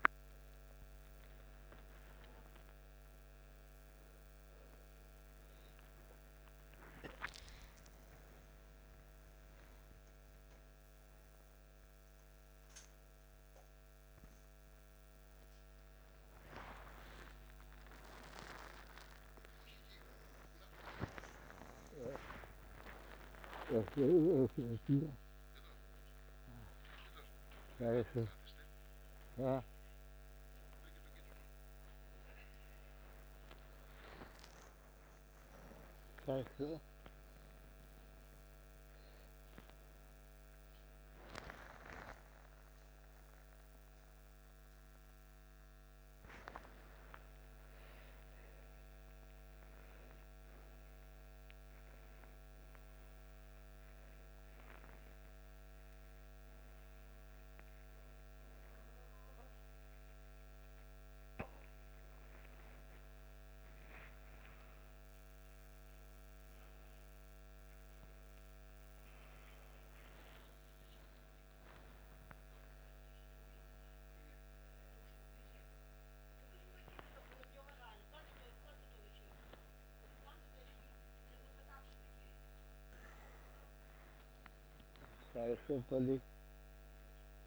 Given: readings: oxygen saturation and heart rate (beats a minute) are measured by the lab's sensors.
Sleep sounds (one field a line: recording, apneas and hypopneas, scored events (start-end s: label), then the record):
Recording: a person awake in a sleep study, by a microphone on the trachea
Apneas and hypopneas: none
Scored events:
24.00-28.50 s: snoring (device-marked)
85.50-87.47 s: snoring (device-marked)
From the record:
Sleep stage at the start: awake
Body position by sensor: upright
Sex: male